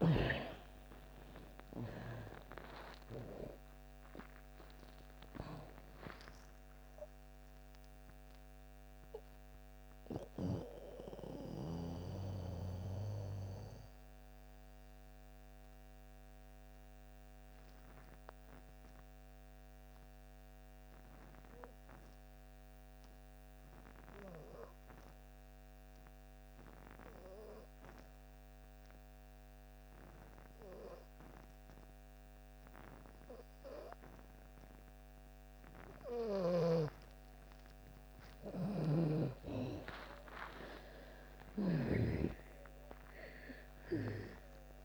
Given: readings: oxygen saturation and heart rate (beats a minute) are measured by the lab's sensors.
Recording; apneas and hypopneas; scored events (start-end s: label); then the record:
breathing in sleep by a microphone on the trachea; 1
0.00-4.00 s: arousal
0.00-26.00 s: oxygen desaturation (device-marked, oxygen 79% lowest)
8.50-37.50 s: mixed apnea (oxygen 98% before, 79% lowest)
34.00-44.85 s: oxygen desaturation (device-marked, oxygen 99% before, 81% lowest)
38.00-44.85 s: snoring (device-marked)
39.00-43.00 s: arousal
From the record:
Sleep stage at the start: N2 (light sleep); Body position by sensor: on the back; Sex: female